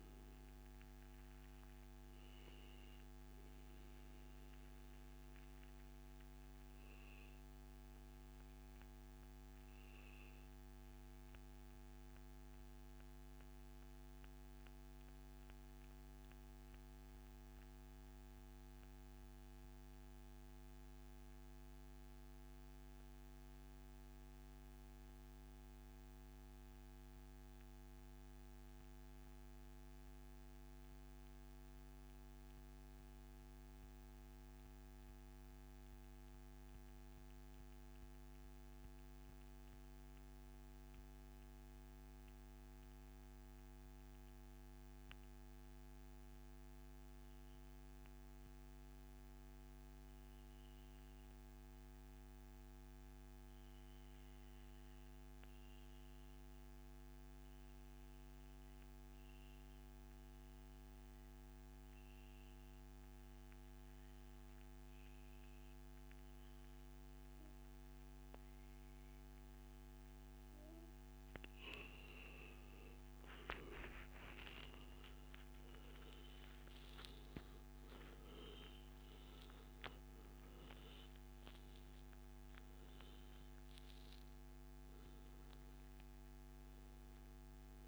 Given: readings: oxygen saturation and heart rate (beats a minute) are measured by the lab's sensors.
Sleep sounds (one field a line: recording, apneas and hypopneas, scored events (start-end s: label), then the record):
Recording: breathing in sleep, hard to hear, by a microphone on the trachea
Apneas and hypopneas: 1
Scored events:
0.00-8.50 s: oxygen desaturation (device-marked, oxygen 89% lowest, heart rate 141 extreme)
7.50-68.50 s: mixed apnea (oxygen 96% before, 86% lowest, heart rate 136 before, 77 extreme, up 42 after)
38.50-40.50 s: long interval between heartbeats (device-marked, heart rate 144 before, 133 extreme)
43.00-45.00 s: long interval between heartbeats (device-marked, heart rate 140 before, 96 extreme)
53.50-87.88 s: oxygen desaturation (device-marked, oxygen 98% before, 86% lowest, heart rate 117 before, 77 extreme)
65.00-67.00 s: long interval between heartbeats (device-marked, heart rate 101 before, 78 extreme)
67.50-69.50 s: long interval between heartbeats (device-marked, heart rate 99 before, 87 extreme)
71.50-76.50 s: arousal
From the record:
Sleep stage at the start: REM sleep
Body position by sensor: on the back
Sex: male